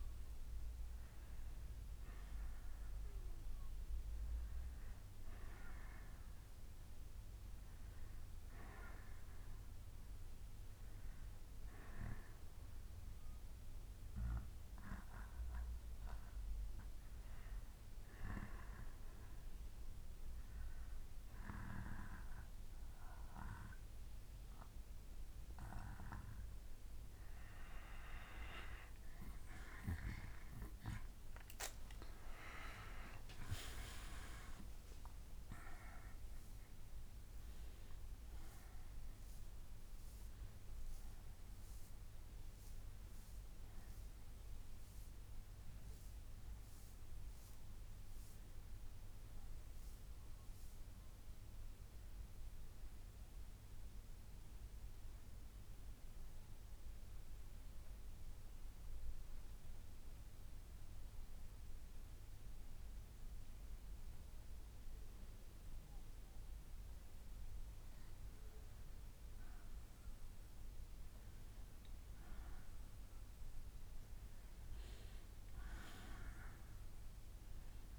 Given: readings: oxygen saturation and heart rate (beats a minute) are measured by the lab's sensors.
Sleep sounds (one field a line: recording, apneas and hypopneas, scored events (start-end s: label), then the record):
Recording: breathing in sleep by a room microphone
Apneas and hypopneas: 2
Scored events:
0.00-4.50 s: bradycardia (device-marked, heart rate 46 extreme)
2.50-6.50 s: arousal
5.50-7.50 s: bradycardia (device-marked, heart rate 63 before, 51 extreme)
10.50-24.50 s: hypopnea (oxygen 94% before, 90% lowest, heart rate 59 before, 56 extreme, up 2 after)
24.50-28.50 s: bradycardia (device-marked, heart rate 63 before, 56 extreme)
28.50-33.50 s: arousal
30.50-53.50 s: oxygen desaturation (device-marked, oxygen 95% before, 91% lowest, heart rate 65 before, 57 extreme)
47.50-52.50 s: bradycardia (device-marked, heart rate 63 before, 57 extreme)
54.50-66.50 s: hypopnea (oxygen 95% before, 90% lowest, heart rate 67 before, 58 extreme, up 3 after)
69.00-72.50 s: arousal
69.50-77.99 s: oxygen desaturation (device-marked, oxygen 96% before, 90% lowest, heart rate 63 before, 58 extreme)
72.50-74.50 s: bradycardia (device-marked, heart rate 63 before, 67 extreme)
From the record:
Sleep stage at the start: N2 (light sleep)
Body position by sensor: on the back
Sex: male